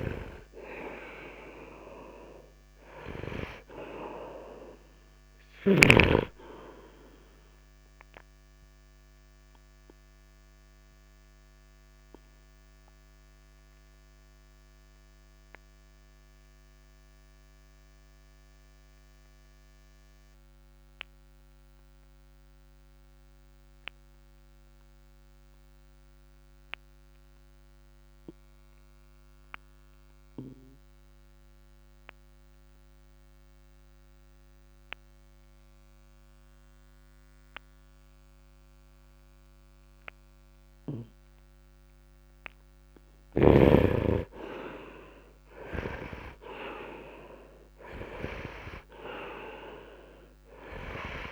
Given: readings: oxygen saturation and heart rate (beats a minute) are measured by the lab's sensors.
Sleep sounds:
breathing in sleep by a microphone on the trachea; 1
0.00-2.50 s: arousal
0.00-37.00 s: oxygen desaturation (device-marked, oxygen 79% lowest, heart rate 49 extreme)
8.50-42.50 s: obstructive apnea (oxygen 98% before, 73% lowest, heart rate 59 before, 49 extreme, up 9 after)
39.00-51.32 s: oxygen desaturation (device-marked, oxygen 96% before, 73% lowest, heart rate 63 before, 50 extreme)
44.00-48.00 s: arousal
From the record:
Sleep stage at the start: N2 (light sleep); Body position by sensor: on the right side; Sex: male

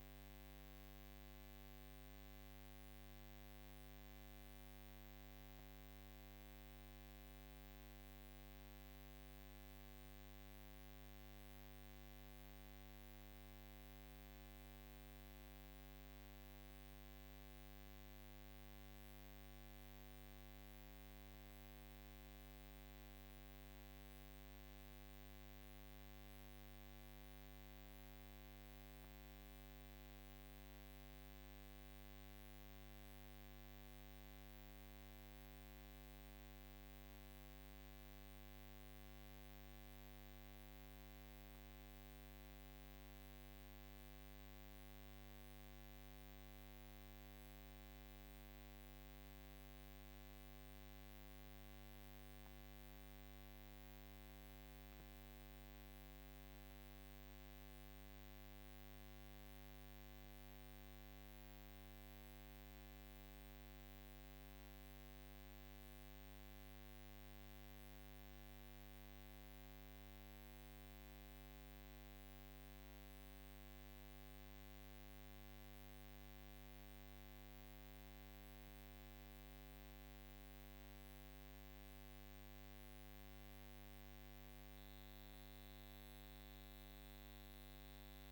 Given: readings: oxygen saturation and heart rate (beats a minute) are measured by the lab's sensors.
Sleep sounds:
breathing in sleep, hard to hear, by a microphone on the trachea; none
none scored
From the record:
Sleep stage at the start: N2 (light sleep); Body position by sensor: on the right side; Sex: female

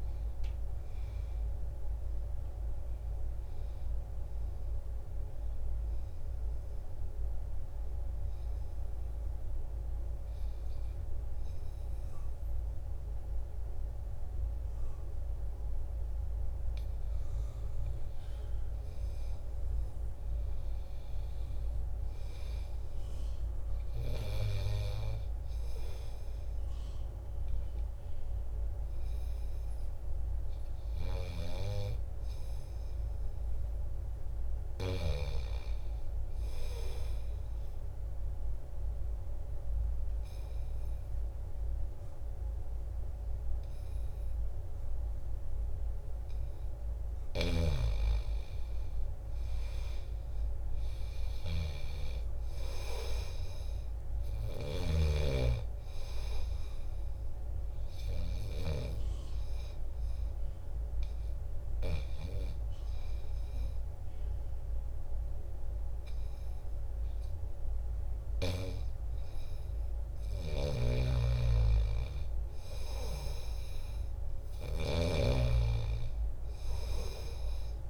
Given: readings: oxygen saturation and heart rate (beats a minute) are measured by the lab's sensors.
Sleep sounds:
breathing in sleep by a room microphone; 3
5.00-17.00 s: obstructive apnea (oxygen 97% before, 91% lowest, heart rate 78 before, 74 extreme)
18.50-22.00 s: arousal
29.00-41.00 s: oxygen desaturation (device-marked, oxygen 97% before, 93% lowest, heart rate 76 before, 74 extreme)
31.00-35.00 s: snoring (device-marked)
37.50-48.00 s: obstructive apnea (oxygen 97% before, 91% lowest, heart rate 75 before, 75 extreme, up 2 after)
47.50-55.00 s: snoring (device-marked)
49.50-53.00 s: arousal
57.50-59.50 s: long interval between heartbeats (device-marked, heart rate 75 before, 86 extreme)
59.00-70.00 s: hypopnea (oxygen 96% before, 91% lowest, heart rate 77 before, 76 extreme, up 1 after)
63.00-71.00 s: oxygen desaturation (device-marked, oxygen 94% before, 91% lowest, heart rate 80 before, 76 extreme)
70.50-77.90 s: snoring (device-marked)
72.00-76.00 s: arousal
From the record:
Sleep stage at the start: N2 (light sleep); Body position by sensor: on the back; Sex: male

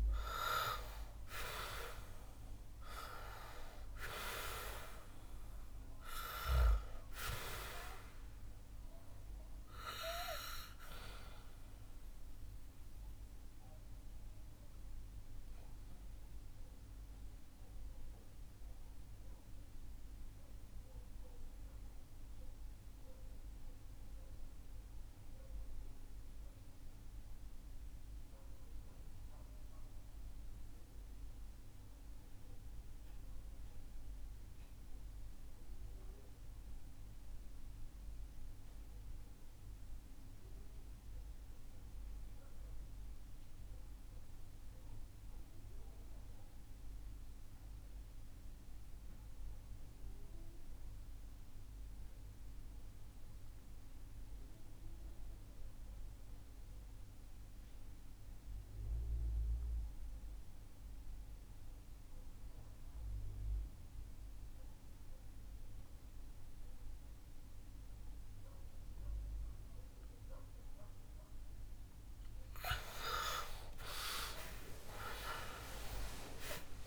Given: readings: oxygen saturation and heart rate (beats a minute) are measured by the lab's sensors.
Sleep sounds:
breathing in sleep by a room microphone; 1
0.00-3.00 s: arousal
6.50-24.50 s: oxygen desaturation (device-marked, oxygen 93% before, 87% lowest, heart rate 61 before, 55 extreme)
11.00-71.00 s: mixed apnea (oxygen 95% before, 78% lowest, heart rate 64 before, 55 extreme, up 20 after)
54.50-76.87 s: oxygen desaturation (device-marked, oxygen 96% before, 78% lowest, heart rate 57 before, 59 extreme)
72.50-76.87 s: arousal
From the record:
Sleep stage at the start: REM sleep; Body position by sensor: on the back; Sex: male

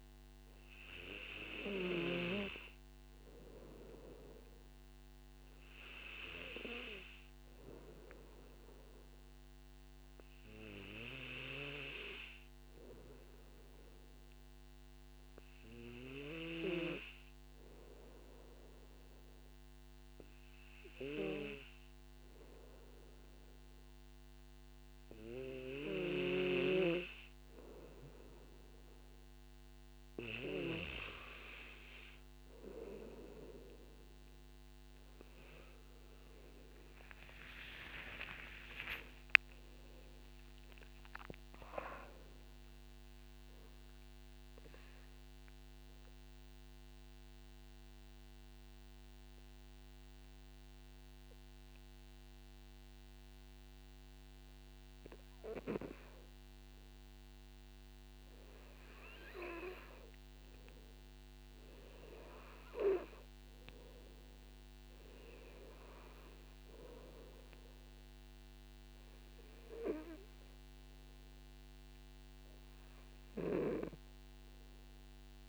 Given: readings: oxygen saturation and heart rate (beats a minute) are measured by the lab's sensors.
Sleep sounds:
breathing in sleep by a microphone on the trachea; 1
37.00-42.00 s: arousal
38.50-40.50 s: long interval between heartbeats (device-marked, heart rate 58 before, 72 extreme)
46.00-58.50 s: obstructive apnea (oxygen 96% before, 92% lowest, heart rate 70 before, 53 extreme, up 9 after)
61.50-66.00 s: arousal
65.00-75.49 s: oxygen desaturation (device-marked, oxygen 98% before, 93% lowest, heart rate 60 before, 53 extreme)
From the record:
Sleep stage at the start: N2 (light sleep); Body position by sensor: on the back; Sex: male

